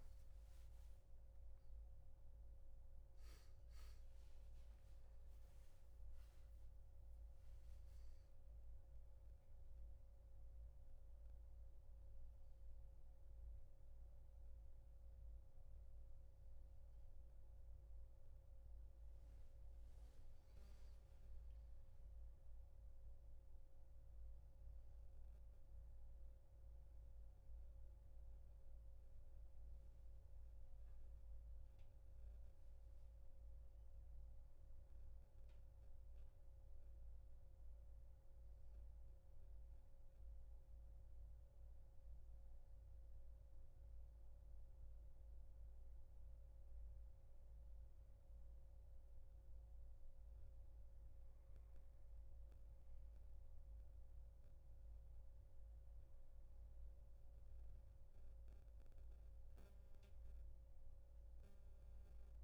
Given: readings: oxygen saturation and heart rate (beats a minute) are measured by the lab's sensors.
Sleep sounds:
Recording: a person partly awake in a sleep study, hard to hear, by a room microphone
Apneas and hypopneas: none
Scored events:
13.00-43.00 s: new sleep stage, N1 (lightest sleep)
43.00-62.44 s: new sleep stage, N2 (light sleep)
From the record:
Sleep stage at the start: awake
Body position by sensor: on the back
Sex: male

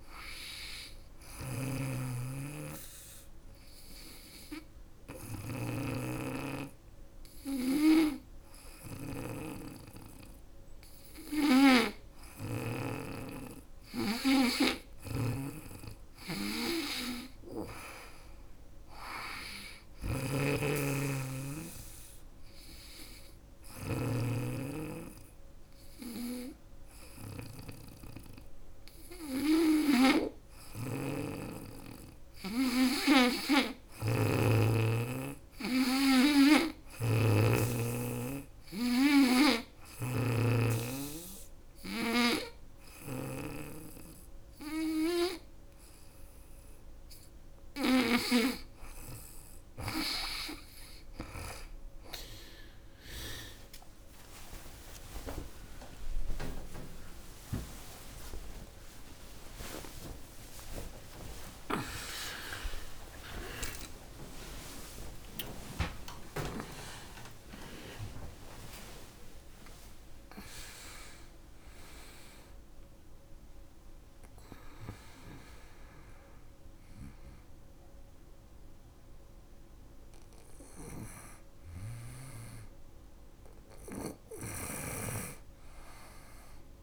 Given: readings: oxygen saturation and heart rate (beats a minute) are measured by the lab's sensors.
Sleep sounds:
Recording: a person partly awake in a sleep study, by a room microphone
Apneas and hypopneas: 3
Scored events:
0.50-12.00 s: snoring (device-marked)
1.50-12.00 s: hypopnea (oxygen 98% before, 95% lowest, heart rate 82 before, 76 extreme, up 6 after)
14.00-23.00 s: snoring (device-marked)
15.50-18.50 s: arousal
20.00-30.00 s: obstructive apnea (oxygen 98% before, 95% lowest, heart rate 79 before, 76 extreme, up 4 after)
29.50-42.50 s: snoring (device-marked)
32.00-35.50 s: arousal
38.00-48.00 s: obstructive apnea (oxygen 98% before, 95% lowest, heart rate 78 before, 79 extreme, up 48 after)
49.50-79.50 s: new sleep stage, awake
51.50-73.50 s: tachycardia (device-marked, heart rate 79 before, 160 extreme)
53.00-55.00 s: long interval between heartbeats (device-marked, heart rate 80 before, 93 extreme)
55.00-57.00 s: long interval between heartbeats (device-marked, heart rate 82 before, 117 extreme)
58.50-60.50 s: long interval between heartbeats (device-marked, heart rate 92 before, 157 extreme)
63.50-65.50 s: long interval between heartbeats (device-marked, heart rate 108 before, 120 extreme)
67.50-69.50 s: long interval between heartbeats (device-marked, heart rate 117 before, 126 extreme)
70.50-72.50 s: long interval between heartbeats (device-marked, heart rate 123 before, 125 extreme)
79.50-86.83 s: new sleep stage, N2 (light sleep)
83.50-86.83 s: snoring (device-marked)
From the record:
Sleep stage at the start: N2 (light sleep)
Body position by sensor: on the back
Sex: female

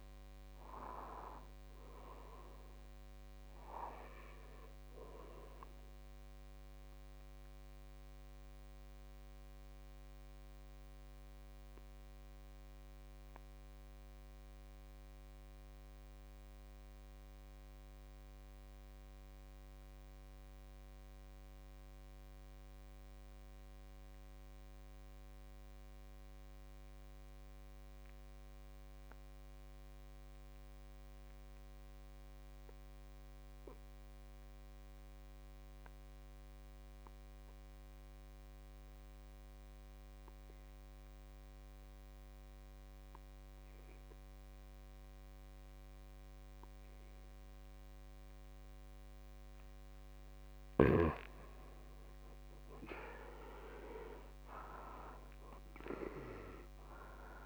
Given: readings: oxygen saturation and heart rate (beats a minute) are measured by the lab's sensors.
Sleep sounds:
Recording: breathing in sleep by a microphone on the trachea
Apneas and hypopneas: 1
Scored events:
0.00-21.50 s: oxygen desaturation (device-marked, oxygen 82% lowest, heart rate 50 extreme)
6.50-49.50 s: obstructive apnea (oxygen 100% before, 75% lowest, heart rate 66 before, 50 extreme, up 9 after)
37.50-57.46 s: oxygen desaturation (device-marked, oxygen 100% before, 75% lowest, heart rate 54 before, 52 extreme)
52.00-56.50 s: arousal
From the record:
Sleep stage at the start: N2 (light sleep)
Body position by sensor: on the back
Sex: male

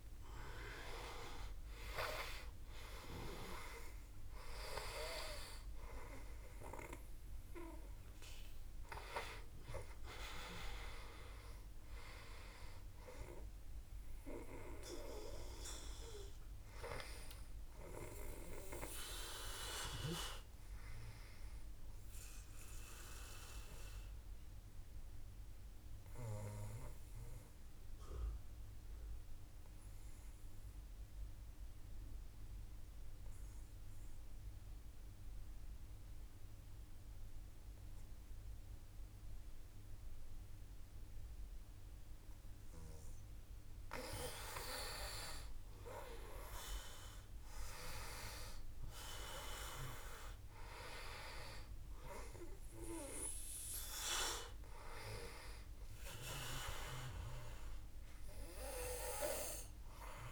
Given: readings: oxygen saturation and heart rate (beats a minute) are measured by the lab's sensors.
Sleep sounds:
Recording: breathing in sleep by a room microphone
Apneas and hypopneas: 1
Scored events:
0.00-1.00 s: arousal
0.00-25.00 s: oxygen desaturation (device-marked, oxygen 96% before, 91% lowest, heart rate 54 before, 54 extreme)
22.00-43.00 s: obstructive apnea (oxygen 96% before, 91% lowest, heart rate 55 before, 53 extreme, up 5 after)
46.00-50.50 s: arousal
49.00-60.32 s: oxygen desaturation (device-marked, oxygen 97% before, 91% lowest, heart rate 55 before, 53 extreme)
From the record:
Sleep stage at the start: N2 (light sleep)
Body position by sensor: on the back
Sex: male

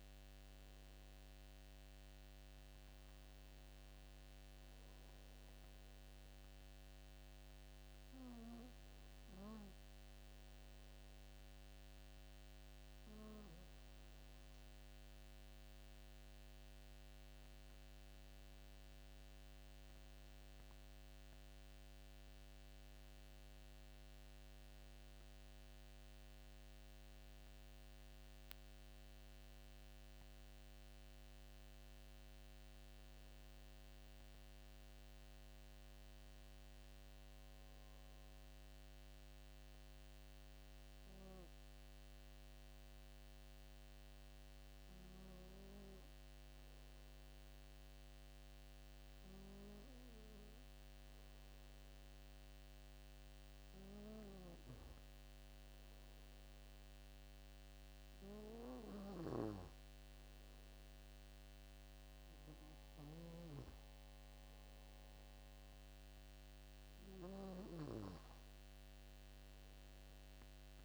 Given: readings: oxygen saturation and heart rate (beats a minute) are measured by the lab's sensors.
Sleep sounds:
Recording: breathing in sleep by a microphone on the trachea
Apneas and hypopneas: 1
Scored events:
16.50-20.00 s: arousal
37.50-48.50 s: hypopnea (oxygen 95% before, 93% lowest, heart rate 75 before, 73 extreme, up 2 after)
51.00-54.00 s: arousal
From the record:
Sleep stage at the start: N2 (light sleep)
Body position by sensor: on the back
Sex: male

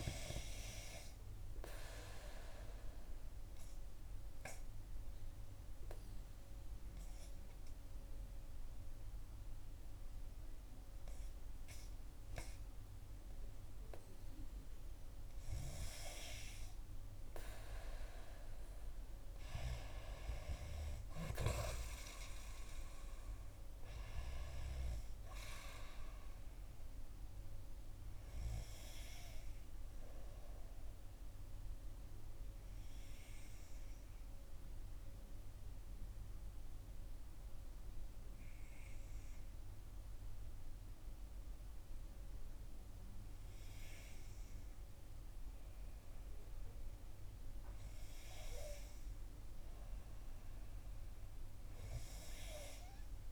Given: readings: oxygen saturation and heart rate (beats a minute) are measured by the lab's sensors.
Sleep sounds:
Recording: breathing in sleep by a room microphone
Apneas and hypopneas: 2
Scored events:
0.50-15.00 s: obstructive apnea (oxygen 96% before, 92% lowest, heart rate 60 before, 54 extreme, up 2 after)
3.00-25.00 s: oxygen desaturation (device-marked, oxygen 96% before, 92% lowest, heart rate 61 before, 54 extreme)
20.00-23.50 s: arousal
30.50-46.50 s: obstructive apnea (oxygen 96% before, 92% lowest, heart rate 60 before, 54 extreme, up 5 after)
48.50-52.00 s: arousal
From the record:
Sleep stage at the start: N2 (light sleep)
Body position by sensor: on the back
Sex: female

